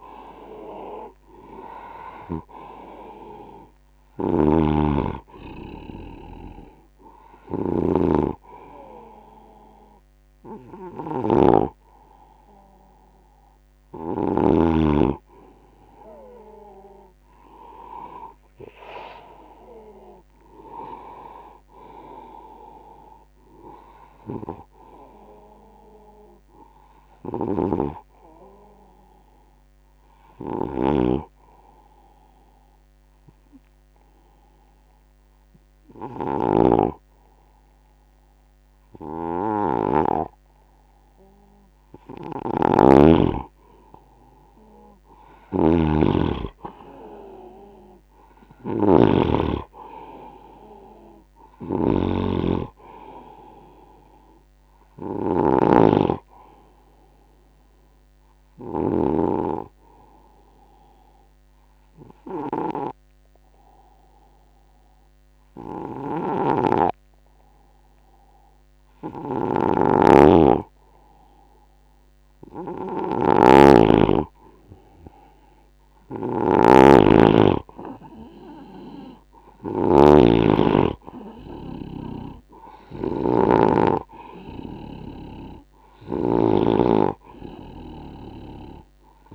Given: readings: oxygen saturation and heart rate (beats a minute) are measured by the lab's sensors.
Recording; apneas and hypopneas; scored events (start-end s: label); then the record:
breathing in sleep by a microphone on the trachea; 2
0.00-2.50 s: snoring (device-marked)
0.00-20.00 s: oxygen desaturation (device-marked, oxygen 90% lowest, heart rate 71 extreme)
7.00-14.00 s: snoring (device-marked)
19.50-23.50 s: arousal
27.00-89.34 s: snoring (device-marked)
30.50-42.50 s: hypopnea (oxygen 98% before, 92% lowest, heart rate 79 before, 71 extreme, up 13 after)
45.00-48.50 s: arousal
49.00-65.00 s: oxygen desaturation (device-marked, oxygen 98% before, 94% lowest, heart rate 77 before, 70 extreme)
59.00-71.00 s: obstructive apnea (oxygen 98% before, 92% lowest, heart rate 77 before, 70 extreme, up 22 after)
73.50-77.00 s: arousal
81.00-89.34 s: oxygen desaturation (device-marked, oxygen 97% before, 92% lowest, heart rate 80 before, 73 extreme)
From the record:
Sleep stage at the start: N2 (light sleep); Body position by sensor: on the right side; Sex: male